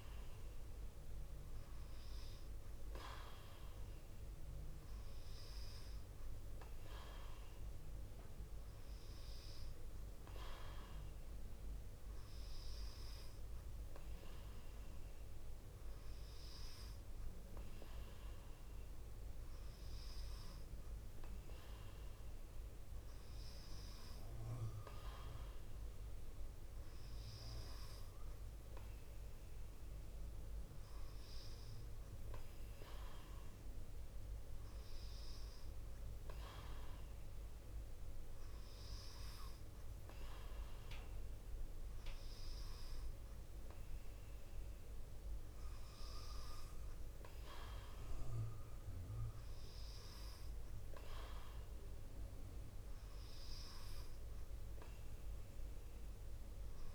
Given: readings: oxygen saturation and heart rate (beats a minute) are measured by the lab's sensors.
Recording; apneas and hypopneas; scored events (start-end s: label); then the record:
breathing in sleep by a room microphone; none
none scored
From the record:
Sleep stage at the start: N2 (light sleep); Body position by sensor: on the left side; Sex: female